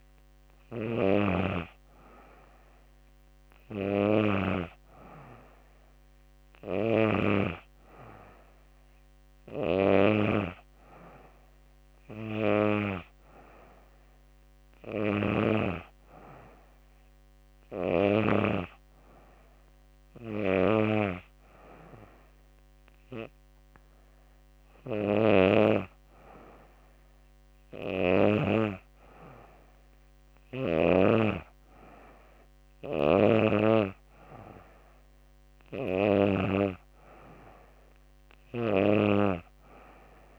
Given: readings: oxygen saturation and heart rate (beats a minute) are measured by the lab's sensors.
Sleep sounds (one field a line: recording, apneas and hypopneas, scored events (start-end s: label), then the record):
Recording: breathing in sleep by a microphone on the trachea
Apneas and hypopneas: none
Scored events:
none scored
From the record:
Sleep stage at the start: N2 (light sleep)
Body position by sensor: on the back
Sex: female